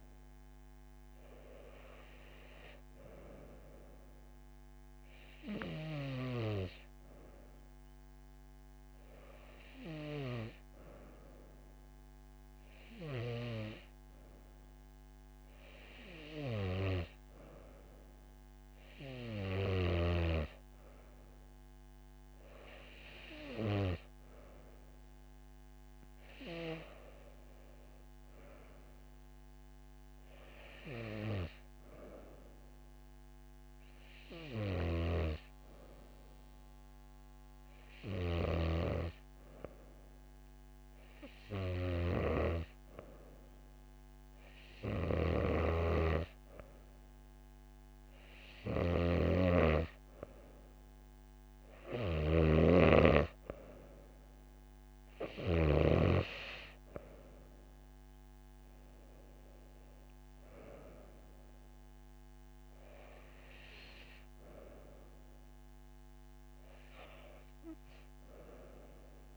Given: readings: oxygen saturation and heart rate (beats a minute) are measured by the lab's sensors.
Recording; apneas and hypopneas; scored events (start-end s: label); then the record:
breathing in sleep by a microphone on the trachea; none
none scored
From the record:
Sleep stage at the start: N2 (light sleep); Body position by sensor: on the back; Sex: female